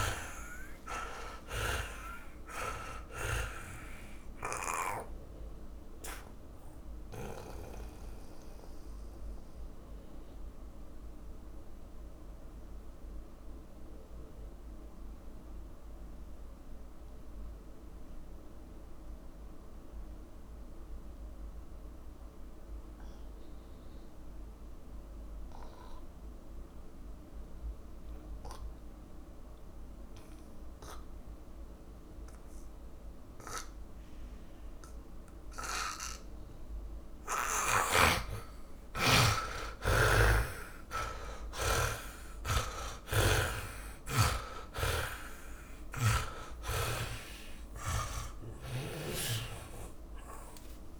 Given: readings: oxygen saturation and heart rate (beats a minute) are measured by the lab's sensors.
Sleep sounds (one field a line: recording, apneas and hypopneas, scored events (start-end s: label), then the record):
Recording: breathing in sleep by a room microphone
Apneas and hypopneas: 1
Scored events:
0.00-7.50 s: snoring (device-marked)
0.00-22.50 s: oxygen desaturation (device-marked, oxygen 78% lowest)
11.00-36.50 s: mixed apnea (oxygen 100% before, 78% lowest)
31.50-51.00 s: oxygen desaturation (device-marked, oxygen 100% before, 79% lowest)
38.00-46.50 s: snoring (device-marked)
47.00-51.00 s: arousal
From the record:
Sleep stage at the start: N2 (light sleep)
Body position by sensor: on the back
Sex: male